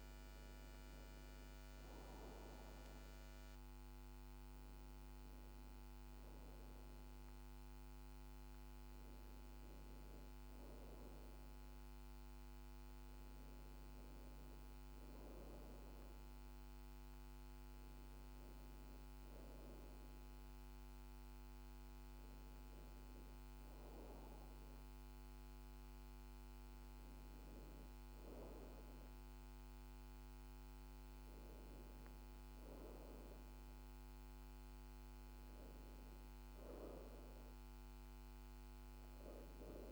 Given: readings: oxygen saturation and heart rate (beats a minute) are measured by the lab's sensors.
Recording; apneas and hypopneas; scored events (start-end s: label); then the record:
breathing in sleep, hard to hear, by a microphone on the trachea; none
none scored
From the record:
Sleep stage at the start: N1 (lightest sleep); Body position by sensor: on the back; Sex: female